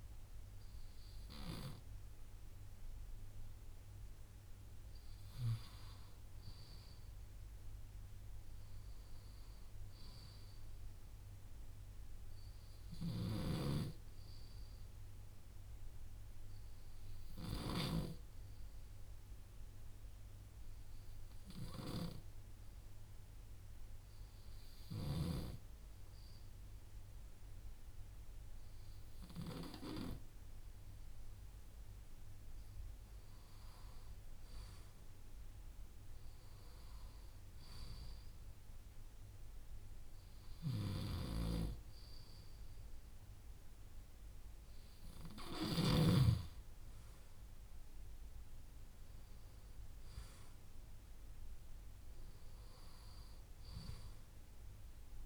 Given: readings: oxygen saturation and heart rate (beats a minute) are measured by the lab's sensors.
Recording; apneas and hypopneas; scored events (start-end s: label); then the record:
breathing in sleep by a room microphone; 1
16.00-33.00 s: obstructive apnea (oxygen 95% before, 93% lowest, heart rate 106 before, 28 extreme, up 41 after)
34.50-38.00 s: arousal
From the record:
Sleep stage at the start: N2 (light sleep); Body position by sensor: on the left side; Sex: male